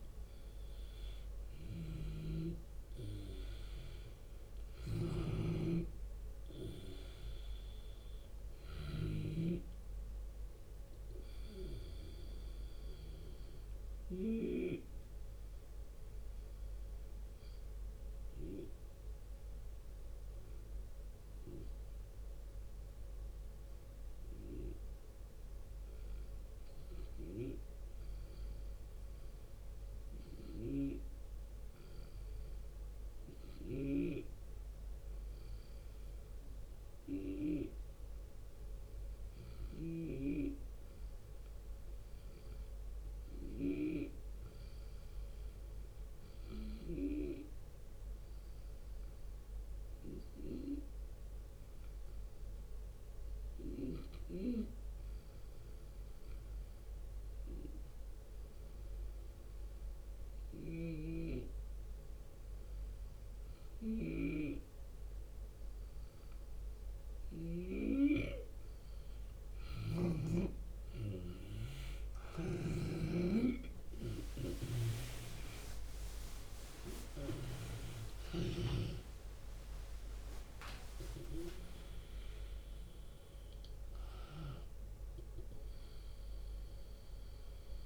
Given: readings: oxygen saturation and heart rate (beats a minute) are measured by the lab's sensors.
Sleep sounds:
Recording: breathing in sleep by a room microphone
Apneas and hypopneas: 1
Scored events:
0.00-3.00 s: arousal
0.00-14.00 s: snoring (device-marked)
3.00-13.00 s: drop in pulse transit time (device-marked, heart rate 74 before, 79 extreme)
9.00-31.00 s: oxygen desaturation (device-marked, oxygen 96% before, 89% lowest, heart rate 77 before, 71 extreme)
16.50-64.00 s: obstructive apnea (oxygen 96% before, 87% lowest, heart rate 79 before, 70 extreme, up 8 after)
25.00-38.00 s: drop in pulse transit time (device-marked, heart rate 76 before, 72 extreme)
33.00-43.50 s: snoring (device-marked)
45.00-87.86 s: oxygen desaturation (device-marked, oxygen 100% before, 87% lowest, heart rate 73 before, 66 extreme)
53.00-61.00 s: drop in pulse transit time (device-marked, heart rate 74 before, 70 extreme)
60.00-67.00 s: snoring (device-marked)
65.00-87.86 s: new sleep stage, N1 (lightest sleep)
73.00-87.86 s: drop in pulse transit time (device-marked, heart rate 73 before, 74 extreme)
73.50-79.50 s: arousal
83.00-85.00 s: long interval between heartbeats (device-marked, heart rate 80 before, 80 extreme)
From the record:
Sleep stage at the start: N2 (light sleep)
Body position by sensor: on the left side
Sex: male

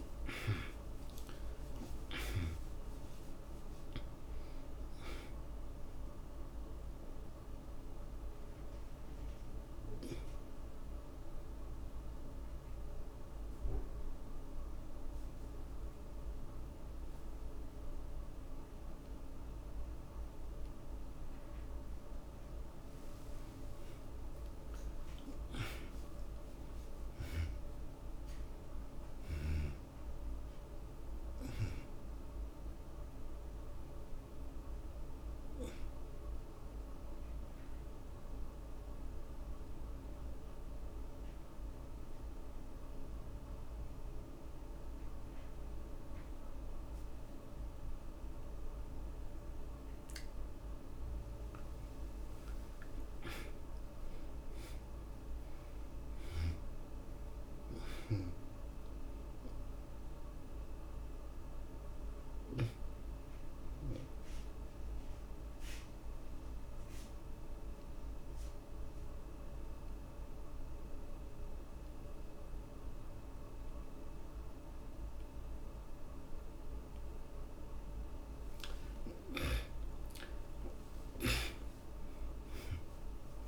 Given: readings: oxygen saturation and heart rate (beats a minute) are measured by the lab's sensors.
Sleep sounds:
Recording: breathing in sleep by a room microphone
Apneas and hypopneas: 3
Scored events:
0.00-2.50 s: arousal
2.00-19.00 s: oxygen desaturation (device-marked, oxygen 91% before, 71% lowest, heart rate 91 before, 55 extreme)
6.00-22.50 s: obstructive apnea (oxygen 91% before, 70% lowest, heart rate 96 before, 55 extreme, up 15 after)
23.50-29.00 s: arousal
32.00-47.00 s: oxygen desaturation (device-marked, oxygen 93% before, 73% lowest, heart rate 69 before, 55 extreme)
33.50-50.00 s: obstructive apnea (oxygen 93% before, 70% lowest, heart rate 68 before, 54 extreme, up 6 after)
52.00-75.00 s: oxygen desaturation (device-marked, oxygen 93% before, 70% lowest, heart rate 71 before, 54 extreme)
52.50-57.50 s: arousal
61.50-78.00 s: obstructive apnea (oxygen 93% before, 69% lowest, heart rate 68 before, 54 extreme, up 17 after)
79.50-83.48 s: arousal
From the record:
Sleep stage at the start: N2 (light sleep)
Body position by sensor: on the back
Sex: male

